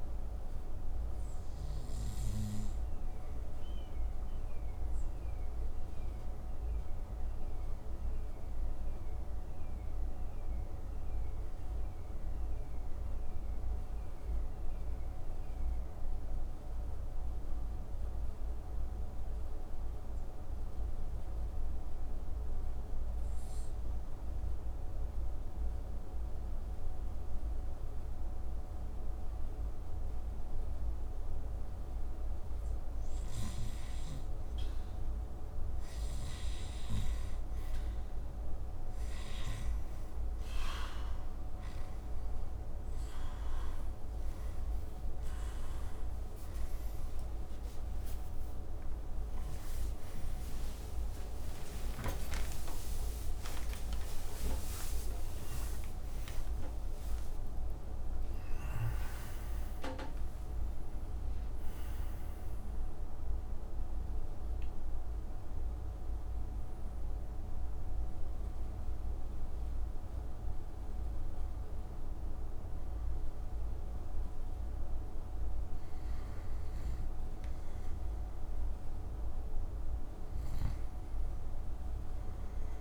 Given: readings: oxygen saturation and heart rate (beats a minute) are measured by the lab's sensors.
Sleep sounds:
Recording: breathing in sleep, hard to hear, by a room microphone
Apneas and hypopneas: 1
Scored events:
2.50-34.50 s: mixed apnea (oxygen 94% before, 74% lowest)
3.50-18.50 s: oxygen desaturation (device-marked, oxygen 94% before, 87% lowest)
31.50-80.50 s: oxygen desaturation (device-marked, oxygen 95% before, 74% lowest)
38.50-43.00 s: arousal
46.50-76.50 s: new sleep stage, N1 (lightest sleep)
48.00-54.00 s: arousal
76.50-82.81 s: new sleep stage, N2 (light sleep)
81.50-82.81 s: arousal
From the record:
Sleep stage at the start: REM sleep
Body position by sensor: on the right side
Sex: male

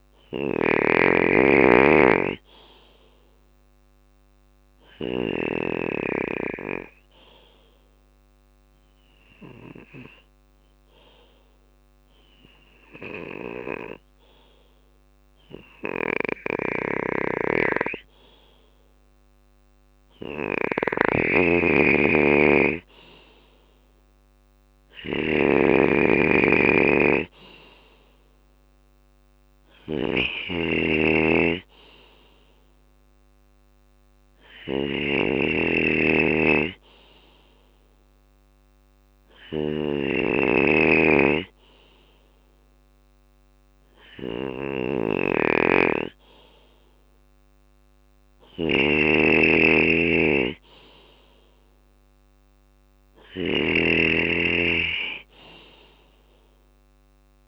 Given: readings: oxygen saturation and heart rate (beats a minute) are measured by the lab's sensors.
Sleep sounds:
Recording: breathing in sleep by a microphone on the trachea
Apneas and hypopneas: 2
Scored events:
0.00-4.50 s: snoring (device-marked)
3.00-18.50 s: obstructive apnea (oxygen 98% before, 93% lowest, heart rate 64 before, 59 extreme, up 7 after)
5.50-14.50 s: oxygen desaturation (device-marked, oxygen 96% before, 93% lowest, heart rate 65 before, 59 extreme)
8.50-12.50 s: bradycardia (device-marked, heart rate 64 before, 59 extreme)
8.50-19.50 s: drop in pulse transit time (device-marked, heart rate 65 before, 59 extreme)
15.50-57.48 s: snoring (device-marked)
21.50-25.50 s: arousal
35.00-49.50 s: hypopnea (oxygen 96% before, 94% lowest, heart rate 63 before, 58 extreme, up 4 after)
53.50-57.48 s: drop in pulse transit time (device-marked, heart rate 64 before, 58 extreme)
54.00-57.48 s: arousal
From the record:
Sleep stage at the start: N2 (light sleep)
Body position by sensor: on the left side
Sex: male

